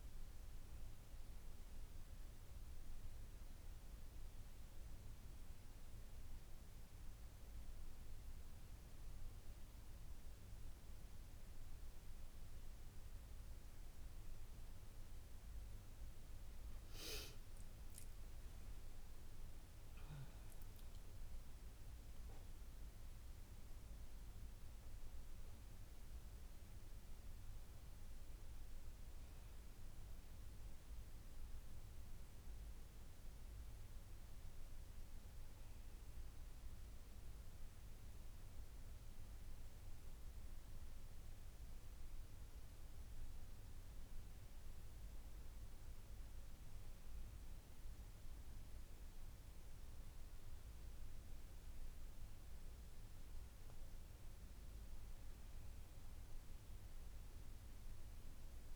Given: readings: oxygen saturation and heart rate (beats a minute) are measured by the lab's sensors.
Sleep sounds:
breathing in sleep, hard to hear, by a room microphone; none
16.50-21.00 s: arousal
From the record:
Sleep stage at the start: N1 (lightest sleep); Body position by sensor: on the back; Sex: female

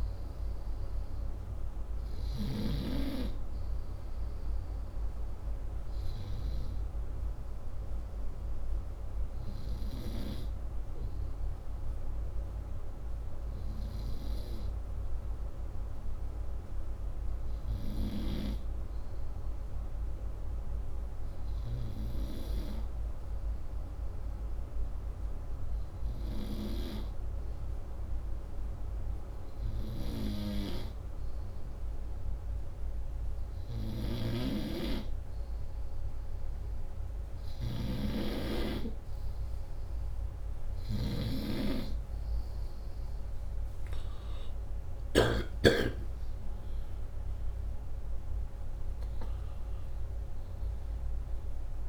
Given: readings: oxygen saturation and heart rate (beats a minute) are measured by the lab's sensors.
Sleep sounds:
breathing in sleep by a room microphone; 1
0.00-5.50 s: oxygen desaturation (device-marked, oxygen 92% lowest, heart rate 106 extreme)
7.50-29.50 s: hypopnea (oxygen 98% before, 93% lowest, heart rate 133 before, 62 extreme, up 21 after)
32.00-35.00 s: arousal
33.00-45.00 s: snoring (device-marked)
44.50-49.50 s: arousal
From the record:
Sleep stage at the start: N2 (light sleep); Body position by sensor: upright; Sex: male

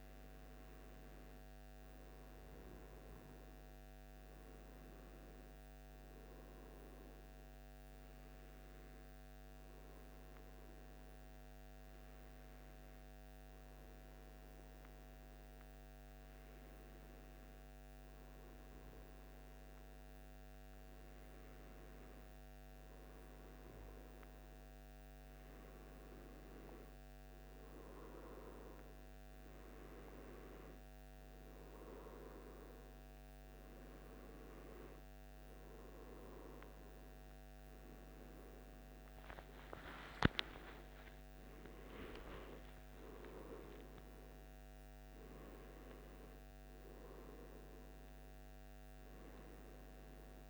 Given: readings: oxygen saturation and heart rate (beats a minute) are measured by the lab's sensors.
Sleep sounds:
breathing in sleep by a microphone on the trachea; none
38.50-43.00 s: arousal
From the record:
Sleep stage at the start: N1 (lightest sleep); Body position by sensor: on the right side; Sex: male

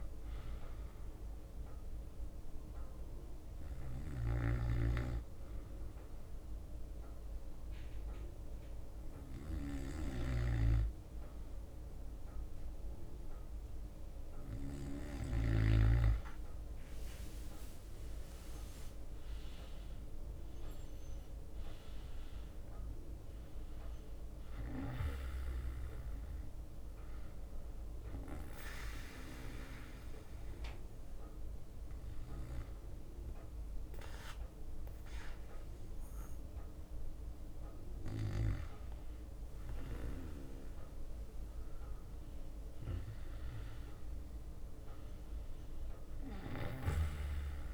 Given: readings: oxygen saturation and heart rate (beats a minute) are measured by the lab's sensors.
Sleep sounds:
breathing in sleep by a room microphone; 1
0.00-7.00 s: bradycardia (device-marked, heart rate 58 extreme)
2.50-14.50 s: hypopnea (oxygen 97% before, 93% lowest, heart rate 62 before, 57 extreme, up 6 after)
4.00-19.00 s: drop in pulse transit time (device-marked, heart rate 62 before, 58 extreme)
15.50-17.00 s: leg movement (device-marked)
16.00-20.50 s: arousal
20.00-36.00 s: oxygen desaturation (device-marked, oxygen 96% before, 93% lowest, heart rate 60 before, 57 extreme)
28.00-36.00 s: bradycardia (device-marked, heart rate 61 before, 57 extreme)
34.00-45.00 s: drop in pulse transit time (device-marked, heart rate 62 before, 57 extreme)
39.50-43.50 s: leg movement (device-marked)
From the record:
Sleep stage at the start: N2 (light sleep); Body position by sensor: on the back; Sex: male

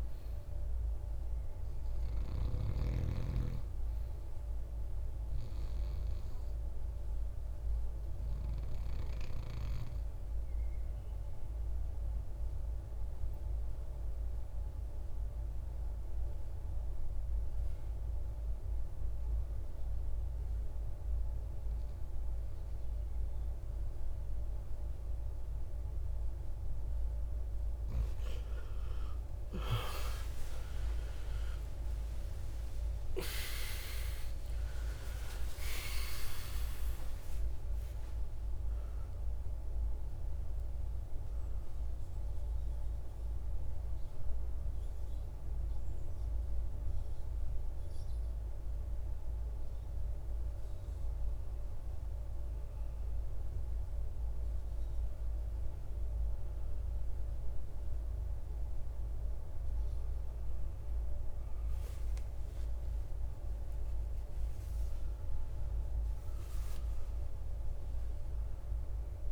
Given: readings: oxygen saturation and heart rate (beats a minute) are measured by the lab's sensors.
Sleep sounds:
breathing in sleep by a room microphone; 1
0.00-2.00 s: snoring (device-marked)
0.00-13.00 s: oxygen desaturation (device-marked, oxygen 87% lowest, heart rate 61 extreme)
4.50-25.50 s: obstructive apnea (oxygen 98% before, 85% lowest, heart rate 64 before, 65 extreme, up 31 after)
27.00-57.00 s: new sleep stage, N1 (lightest sleep)
28.00-35.50 s: arousal
32.00-41.00 s: oxygen desaturation (device-marked, oxygen 92% before, 85% lowest, heart rate 72 before, 58 extreme)
57.00-69.32 s: new sleep stage, N2 (light sleep)
From the record:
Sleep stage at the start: REM sleep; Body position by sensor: on the right side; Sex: male

